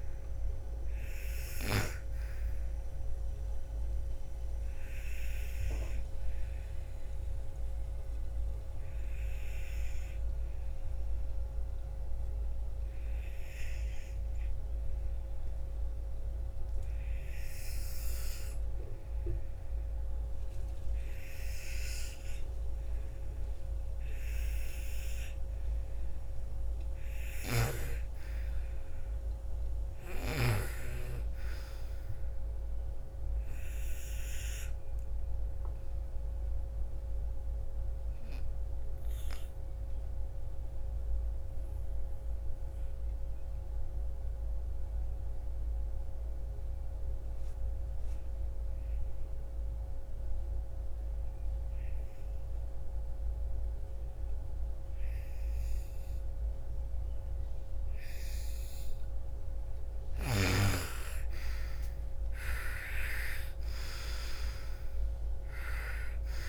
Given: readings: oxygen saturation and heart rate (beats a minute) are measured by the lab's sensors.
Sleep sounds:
breathing in sleep by a room microphone; 2
0.00-14.50 s: oxygen desaturation (device-marked, oxygen 90% lowest, heart rate 46 extreme)
3.50-25.00 s: obstructive apnea (oxygen 97% before, 82% lowest, heart rate 56 before, 46 extreme, up 19 after)
26.50-30.00 s: arousal
28.50-46.50 s: oxygen desaturation (device-marked, oxygen 98% before, 91% lowest, heart rate 55 before, 37 extreme)
36.50-58.00 s: obstructive apnea (oxygen 98% before, 82% lowest, heart rate 58 before, 37 extreme)
53.50-66.49 s: oxygen desaturation (device-marked, oxygen 97% before, 82% lowest, heart rate 58 before, 47 extreme)
60.00-63.50 s: arousal
From the record:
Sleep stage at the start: N2 (light sleep); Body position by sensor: on the front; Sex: female

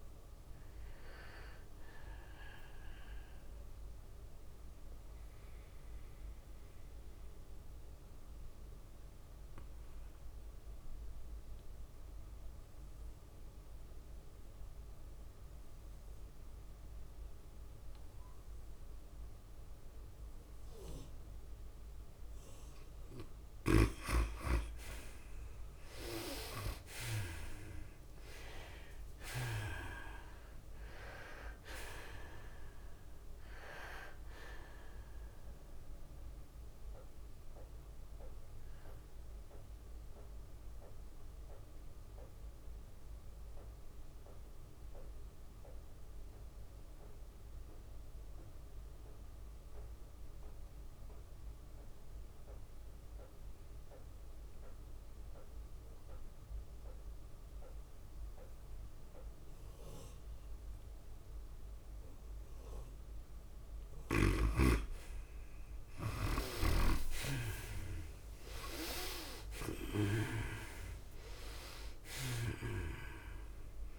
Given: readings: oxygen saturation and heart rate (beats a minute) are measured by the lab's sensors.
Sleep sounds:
breathing in sleep by a room microphone; 2
0.00-6.50 s: drop in pulse transit time (device-marked, heart rate 101 extreme)
0.00-13.50 s: oxygen desaturation (device-marked, oxygen 77% lowest, heart rate 96 extreme)
0.00-14.50 s: tachycardia (device-marked, heart rate 106 extreme)
4.50-23.50 s: obstructive apnea (oxygen 98% before, 77% lowest, heart rate 102 before, 97 extreme, up 6 after)
21.50-46.50 s: oxygen desaturation (device-marked, oxygen 99% before, 82% lowest, heart rate 102 before, 87 extreme)
24.50-28.00 s: arousal
25.50-42.50 s: tachycardia (device-marked, heart rate 103 before, 105 extreme)
30.50-43.50 s: drop in pulse transit time (device-marked, heart rate 100 before, 102 extreme)
35.50-63.50 s: mixed apnea (oxygen 99% before, 80% lowest, heart rate 100 before, 87 extreme, up 15 after)
56.50-58.50 s: long interval between heartbeats (device-marked, heart rate 100 before, 87 extreme)
60.50-73.98 s: oxygen desaturation (device-marked, oxygen 99% before, 80% lowest, heart rate 97 before, 95 extreme)
66.50-72.00 s: arousal
67.00-73.00 s: snoring (device-marked)
67.50-73.98 s: tachycardia (device-marked, heart rate 103 before, 106 extreme)
70.50-73.98 s: drop in pulse transit time (device-marked, heart rate 95 before, 102 extreme)
From the record:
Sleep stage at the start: N2 (light sleep); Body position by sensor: on the right side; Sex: female

